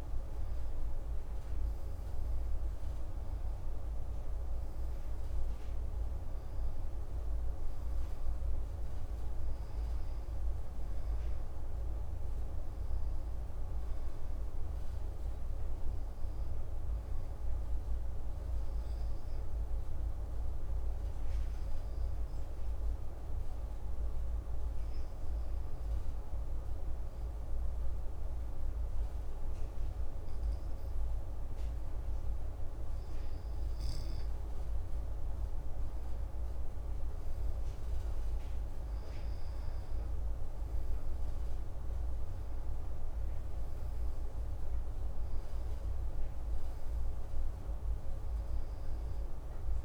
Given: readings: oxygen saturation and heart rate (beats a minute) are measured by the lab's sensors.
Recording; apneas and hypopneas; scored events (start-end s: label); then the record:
breathing in sleep, hard to hear, by a room microphone; 1
17.50-33.00 s: obstructive apnea (oxygen 97% before, 94% lowest)
36.50-42.00 s: arousal
From the record:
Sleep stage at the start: N2 (light sleep); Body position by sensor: on the back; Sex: male